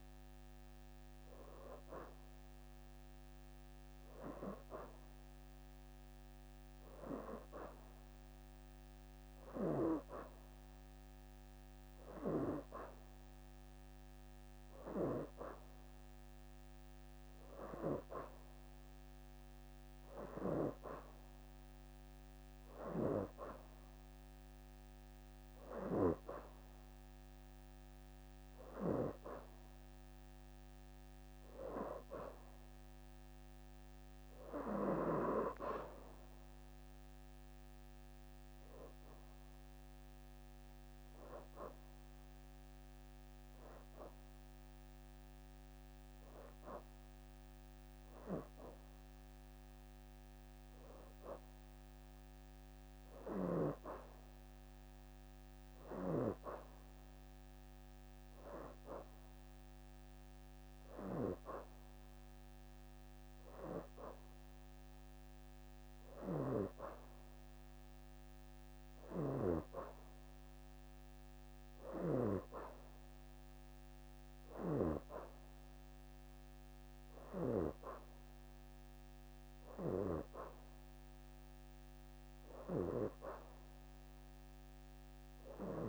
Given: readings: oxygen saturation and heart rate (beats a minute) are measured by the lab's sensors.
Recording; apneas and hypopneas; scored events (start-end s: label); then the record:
breathing in sleep by a microphone on the trachea; none
59.50-69.50 s: oxygen desaturation (device-marked, oxygen 92% before, 86% lowest, heart rate 83 before, 83 extreme)
From the record:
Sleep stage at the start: N2 (light sleep); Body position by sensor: on the back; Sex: female